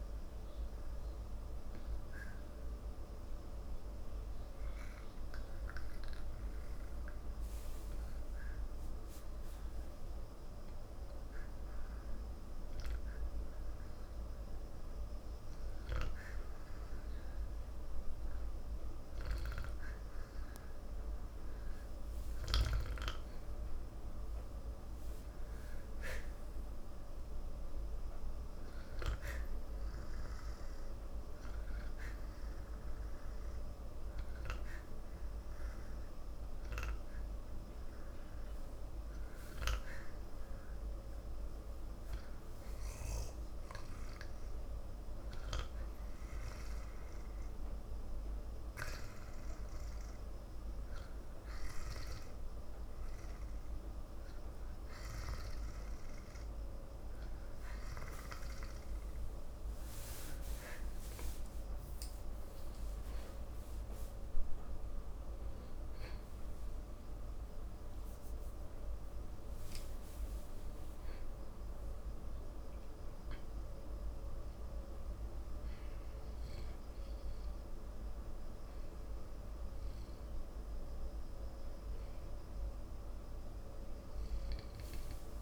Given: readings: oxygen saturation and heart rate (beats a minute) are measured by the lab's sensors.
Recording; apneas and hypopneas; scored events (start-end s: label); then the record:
breathing in sleep, hard to hear, by a room microphone; 2
1.50-17.00 s: hypopnea (oxygen 93% before, 90% lowest)
19.00-23.00 s: arousal
23.50-49.50 s: oxygen desaturation (device-marked, oxygen 95% before, 90% lowest, heart rate 43 before, 35 extreme)
43.00-58.50 s: hypopnea (oxygen 95% before, 90% lowest, heart rate 66 before, 35 extreme)
60.50-83.50 s: oxygen desaturation (device-marked, oxygen 94% before, 90% lowest, heart rate 60 before, 40 extreme)
61.50-66.50 s: arousal
From the record:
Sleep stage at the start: N2 (light sleep); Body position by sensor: on the back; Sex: male